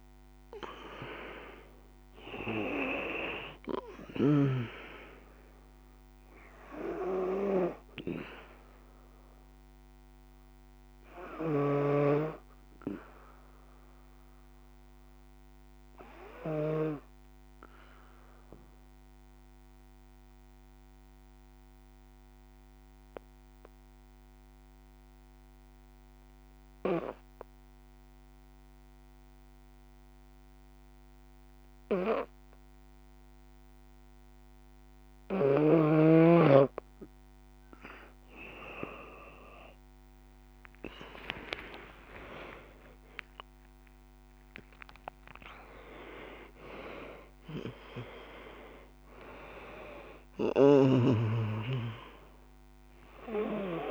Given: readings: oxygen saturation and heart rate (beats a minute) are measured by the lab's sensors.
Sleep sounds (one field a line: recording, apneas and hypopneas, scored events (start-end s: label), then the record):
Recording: breathing in sleep by a microphone on the trachea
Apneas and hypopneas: 1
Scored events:
1.00-29.00 s: oxygen desaturation (device-marked, oxygen 94% before, 85% lowest, heart rate 60 before, 52 extreme)
10.00-16.00 s: snoring (device-marked)
14.00-35.00 s: obstructive apnea (oxygen 94% before, 81% lowest, heart rate 60 before, 51 extreme, up 59 after)
39.00-53.91 s: oxygen desaturation (device-marked, oxygen 96% before, 81% lowest, heart rate 59 before, 51 extreme)
39.50-46.50 s: arousal
From the record:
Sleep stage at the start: N2 (light sleep)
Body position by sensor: on the back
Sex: female